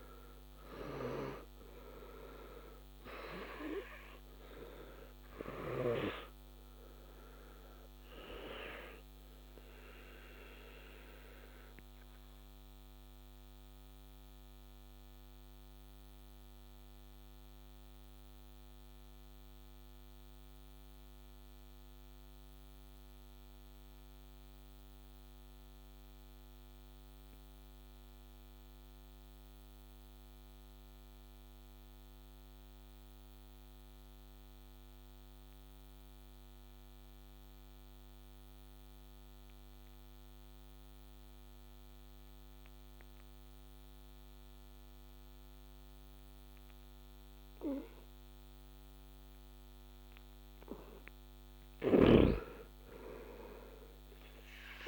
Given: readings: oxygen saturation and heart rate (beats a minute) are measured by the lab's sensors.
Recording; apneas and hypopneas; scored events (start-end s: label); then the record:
breathing in sleep by a microphone on the trachea; 1
0.00-25.50 s: oxygen desaturation (device-marked, oxygen 77% lowest, heart rate 55 extreme)
11.00-48.00 s: obstructive apnea (oxygen 98% before, 77% lowest, heart rate 66 before, 63 extreme, up 8 after)
40.50-54.88 s: oxygen desaturation (device-marked, oxygen 98% before, 80% lowest, heart rate 65 before, 64 extreme)
50.00-53.00 s: arousal
51.50-54.88 s: snoring (device-marked)
From the record:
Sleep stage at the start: N2 (light sleep); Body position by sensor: on the back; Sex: male